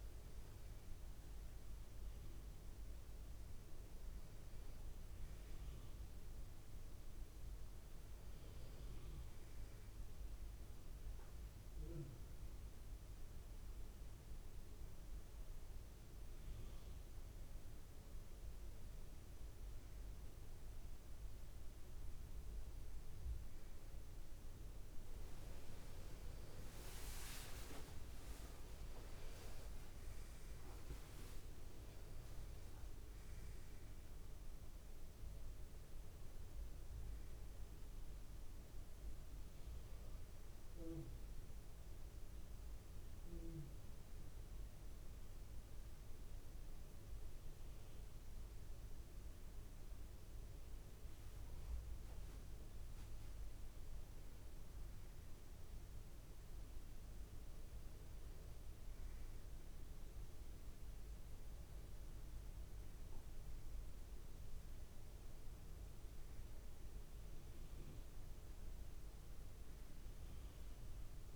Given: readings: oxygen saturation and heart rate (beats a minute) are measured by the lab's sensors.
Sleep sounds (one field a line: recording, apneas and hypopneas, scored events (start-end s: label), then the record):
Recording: breathing in sleep, hard to hear, by a room microphone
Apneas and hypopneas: none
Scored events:
30.50-48.50 s: tachycardia (device-marked, heart rate 44 before, 146 extreme)
54.50-63.50 s: tachycardia (device-marked, heart rate 49 before, 174 extreme)
68.50-71.36 s: arousal
From the record:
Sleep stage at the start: N1 (lightest sleep)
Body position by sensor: on the back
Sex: male